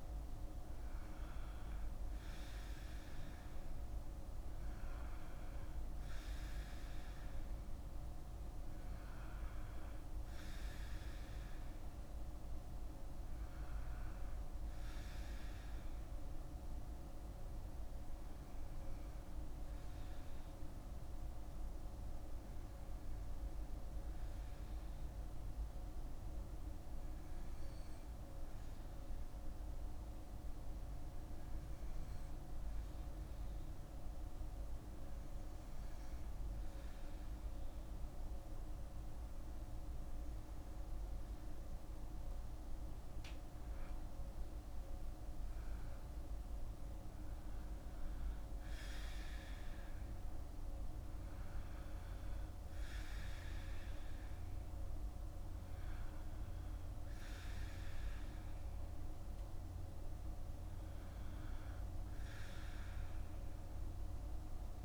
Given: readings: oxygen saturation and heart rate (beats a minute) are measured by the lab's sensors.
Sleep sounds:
breathing in sleep, hard to hear, by a room microphone; 1
0.00-12.00 s: oxygen desaturation (device-marked, oxygen 94% lowest, heart rate 51 extreme)
16.00-42.00 s: hypopnea (oxygen 97% before, 95% lowest, heart rate 57 before, 47 extreme, up 8 after)
40.00-58.00 s: oxygen desaturation (device-marked, oxygen 98% before, 95% lowest, heart rate 53 before, 47 extreme)
43.50-48.00 s: arousal
From the record:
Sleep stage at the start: N2 (light sleep); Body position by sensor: on the back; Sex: male

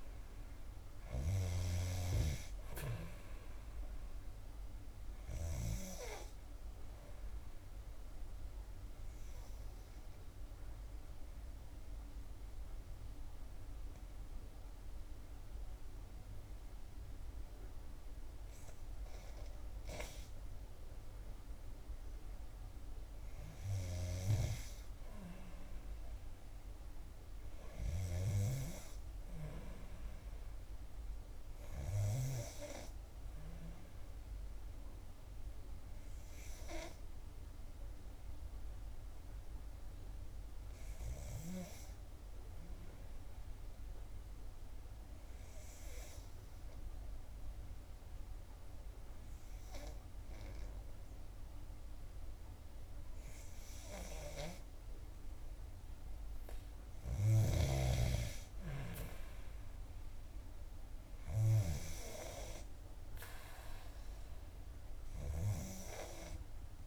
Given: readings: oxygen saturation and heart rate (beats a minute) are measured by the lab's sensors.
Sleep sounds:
breathing in sleep by a room microphone; 2
8.50-22.50 s: obstructive apnea (oxygen 93% before, 90% lowest, heart rate 61 before, 56 extreme, up 4 after)
24.50-27.50 s: arousal
34.50-55.50 s: obstructive apnea (oxygen 95% before, 91% lowest, heart rate 59 before, 58 extreme, up 5 after)
59.00-63.00 s: arousal
From the record:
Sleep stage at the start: N2 (light sleep); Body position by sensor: on the back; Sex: female

